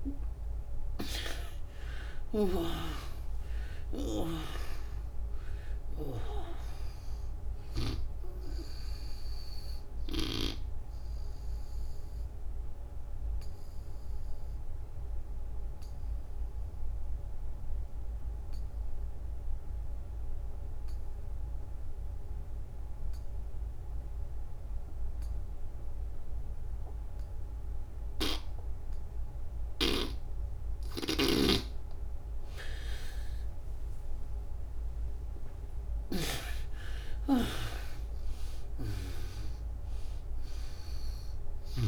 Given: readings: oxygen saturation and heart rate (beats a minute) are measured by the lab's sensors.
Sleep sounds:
breathing in sleep by a room microphone; 1
0.00-2.00 s: arousal
0.00-19.50 s: oxygen desaturation (device-marked, oxygen 81% lowest, heart rate 64 extreme)
11.50-30.00 s: obstructive apnea (oxygen 98% before, 76% lowest, heart rate 88 before, 64 extreme)
29.50-41.88 s: oxygen desaturation (device-marked, oxygen 98% before, 76% lowest, heart rate 72 before, 63 extreme)
33.00-38.00 s: arousal
From the record:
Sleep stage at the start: N2 (light sleep); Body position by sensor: on the back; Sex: female

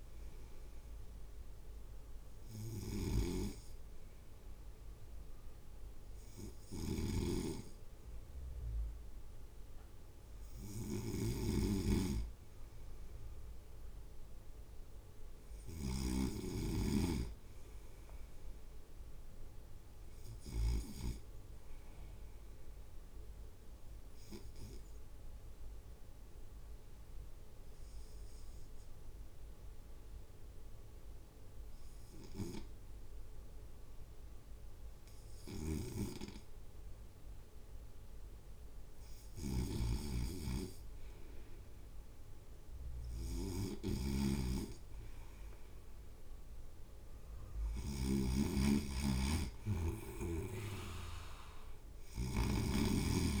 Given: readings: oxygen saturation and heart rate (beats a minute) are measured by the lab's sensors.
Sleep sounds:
breathing in sleep by a room microphone; 1
0.00-16.00 s: snoring (device-marked)
23.00-39.00 s: obstructive apnea (oxygen 97% before, 95% lowest)
35.50-48.00 s: snoring (device-marked)
44.00-47.50 s: arousal
From the record:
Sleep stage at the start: N2 (light sleep); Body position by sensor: on the right side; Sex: male

